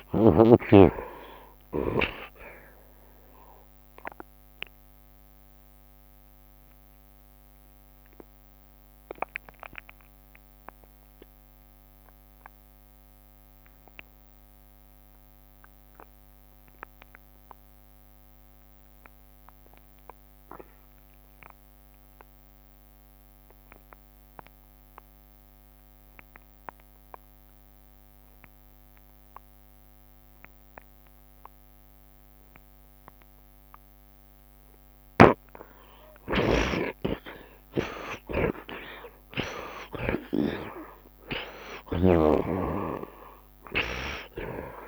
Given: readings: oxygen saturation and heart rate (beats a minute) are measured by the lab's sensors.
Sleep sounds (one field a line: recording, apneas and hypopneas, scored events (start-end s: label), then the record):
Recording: breathing in sleep by a microphone on the trachea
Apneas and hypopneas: 1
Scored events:
0.00-1.00 s: long interval between heartbeats (device-marked, heart rate 108 extreme)
0.00-1.00 s: snoring (device-marked)
0.00-1.00 s: tachycardia (device-marked, heart rate 110 extreme)
0.00-19.00 s: oxygen desaturation (device-marked, oxygen 52% lowest, heart rate 56 extreme)
5.00-34.50 s: obstructive apnea (oxygen 65% before, 52% lowest, heart rate 88 before, 66 extreme, up 24 after)
17.50-19.50 s: long interval between heartbeats (device-marked, heart rate 91 before, 86 extreme)
21.00-44.88 s: oxygen desaturation (device-marked, oxygen 86% before, 52% lowest, heart rate 88 before, 67 extreme)
24.50-26.50 s: long interval between heartbeats (device-marked, heart rate 85 before, 76 extreme)
36.50-41.00 s: arousal
38.50-40.50 s: long interval between heartbeats (device-marked, heart rate 76 before, 88 extreme)
42.50-44.50 s: long interval between heartbeats (device-marked, heart rate 77 before, 90 extreme)
From the record:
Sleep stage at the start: N2 (light sleep)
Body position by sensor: on the right side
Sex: male